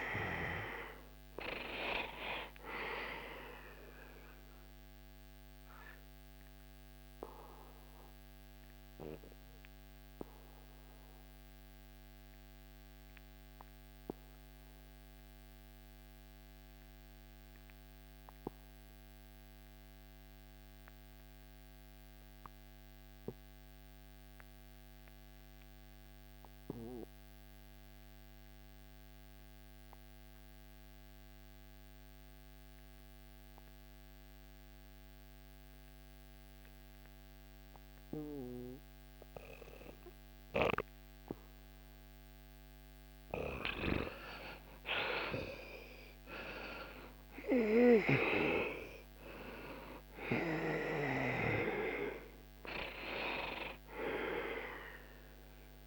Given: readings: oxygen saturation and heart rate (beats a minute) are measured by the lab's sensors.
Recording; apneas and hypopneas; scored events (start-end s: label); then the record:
breathing in sleep by a microphone on the trachea; 1
0.00-17.00 s: oxygen desaturation (device-marked, oxygen 92% lowest, heart rate 68 extreme)
3.50-41.50 s: obstructive apnea (oxygen 98% before, 82% lowest, heart rate 81 before, 68 extreme, up 14 after)
28.00-55.87 s: oxygen desaturation (device-marked, oxygen 99% before, 82% lowest, heart rate 79 before, 67 extreme)
43.00-48.00 s: arousal
From the record:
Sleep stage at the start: REM sleep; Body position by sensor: on the back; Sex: male